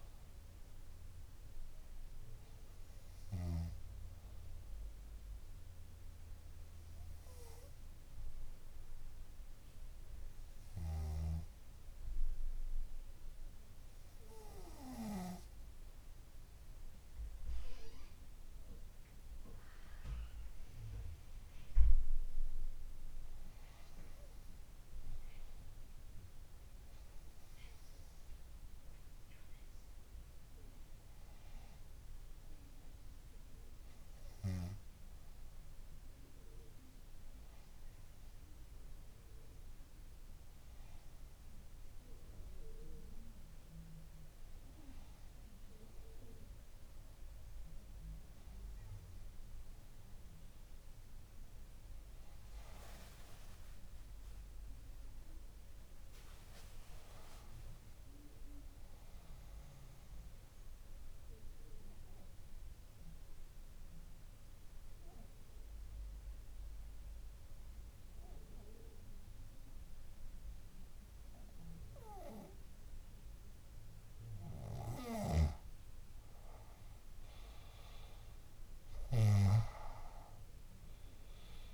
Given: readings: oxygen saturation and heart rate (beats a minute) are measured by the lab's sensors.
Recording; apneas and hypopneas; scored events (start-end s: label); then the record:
breathing in sleep by a room microphone; 2
6.50-21.00 s: hypopnea (oxygen 97% before, 95% lowest, heart rate 67 before, 59 extreme, up 0 after)
23.00-26.50 s: arousal
28.00-36.00 s: bradycardia (device-marked, heart rate 65 before, 59 extreme)
53.00-56.50 s: arousal
61.00-68.00 s: bradycardia (device-marked, heart rate 64 before, 56 extreme)
62.00-75.50 s: obstructive apnea (oxygen 98% before, 96% lowest, heart rate 63 before, 57 extreme, up 8 after)
77.00-80.00 s: arousal
From the record:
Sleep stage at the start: N2 (light sleep); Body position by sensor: on the back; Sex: female